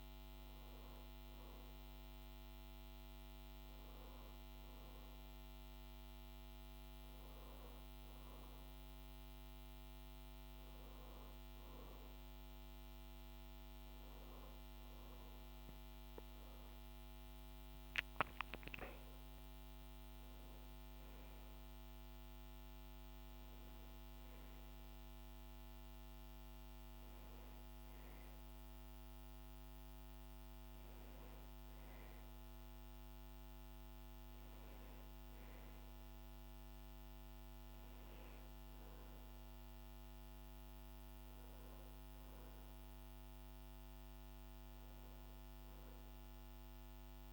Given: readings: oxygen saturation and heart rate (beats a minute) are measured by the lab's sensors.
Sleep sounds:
breathing in sleep, hard to hear, by a microphone on the trachea; none
none scored
From the record:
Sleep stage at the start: N2 (light sleep); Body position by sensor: on the back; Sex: male

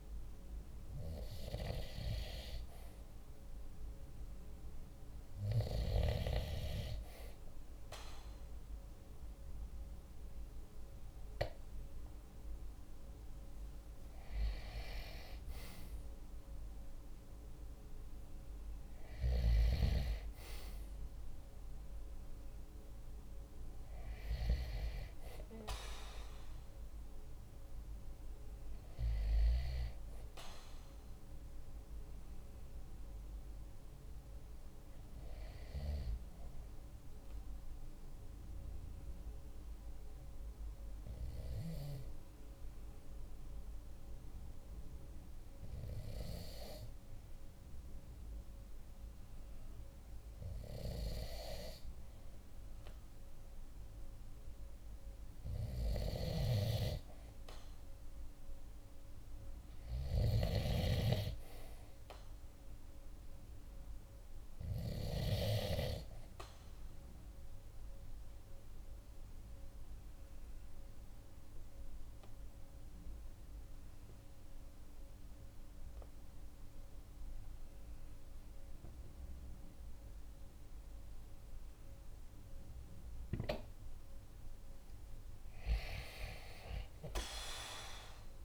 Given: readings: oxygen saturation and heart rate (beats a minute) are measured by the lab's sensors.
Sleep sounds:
breathing in sleep by a room microphone; 2
32.00-51.50 s: hypopnea (oxygen 94% before, 93% lowest, heart rate 47 before, 46 extreme, up 1 after)
44.50-88.45 s: new sleep stage, N2 (light sleep)
54.00-58.00 s: arousal
66.50-82.50 s: obstructive apnea (oxygen 97% before, 93% lowest, heart rate 48 before, 45 extreme, up 3 after)
85.00-88.45 s: arousal
From the record:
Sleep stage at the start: REM sleep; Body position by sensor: on the right side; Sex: male

